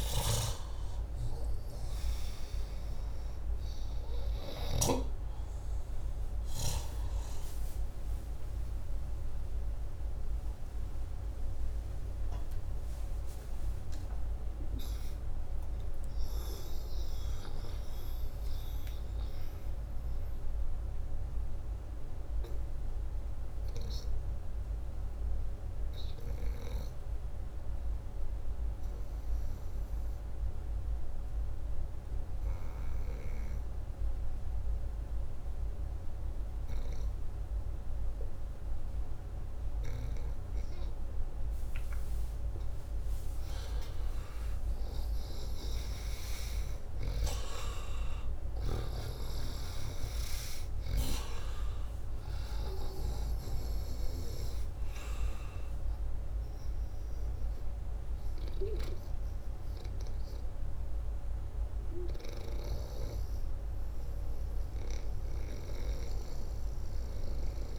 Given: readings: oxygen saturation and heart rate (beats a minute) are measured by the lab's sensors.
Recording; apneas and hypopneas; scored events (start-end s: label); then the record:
breathing in sleep by a room microphone; 1
1.50-10.50 s: oxygen desaturation (device-marked, oxygen 97% before, 94% lowest, heart rate 163 before, 36 extreme)
16.00-20.50 s: arousal
27.00-43.00 s: hypopnea (oxygen 97% before, 87% lowest, heart rate 115 before, 48 extreme)
43.50-58.50 s: oxygen desaturation (device-marked, oxygen 98% before, 93% lowest, heart rate 83 before, 115 extreme)
44.00-49.00 s: arousal
From the record:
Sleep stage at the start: N2 (light sleep); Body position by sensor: upright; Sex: male